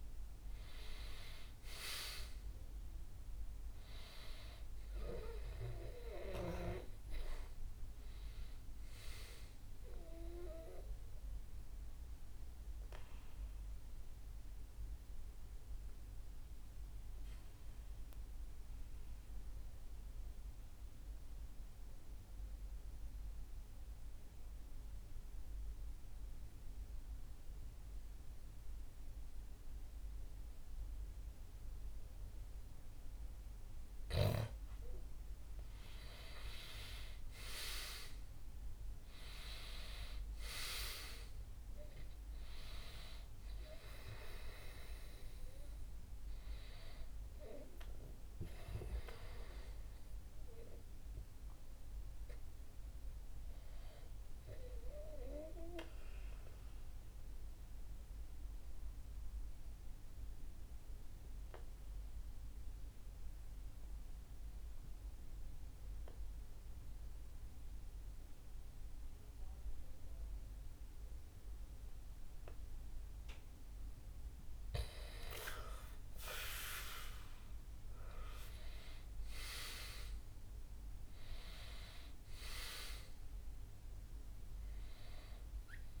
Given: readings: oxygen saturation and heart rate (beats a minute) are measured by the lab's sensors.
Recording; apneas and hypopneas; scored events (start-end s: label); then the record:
breathing in sleep by a room microphone; 2
0.00-1.00 s: arousal
10.50-33.50 s: mixed apnea (oxygen 98% before, 92% lowest, heart rate 67 before, 63 extreme, up 6 after)
15.00-23.00 s: oxygen desaturation (device-marked, oxygen 96% before, 93% lowest, heart rate 68 before, 63 extreme)
35.00-66.00 s: oxygen desaturation (device-marked, oxygen 98% before, 92% lowest, heart rate 64 before, 65 extreme)
35.50-40.00 s: arousal
54.50-73.50 s: mixed apnea (oxygen 98% before, 92% lowest, heart rate 68 before, 63 extreme, up 5 after)
75.50-80.50 s: arousal
78.00-86.00 s: oxygen desaturation (device-marked, oxygen 98% before, 93% lowest, heart rate 67 before, 62 extreme)
From the record:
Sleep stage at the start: N2 (light sleep); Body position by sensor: on the back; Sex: male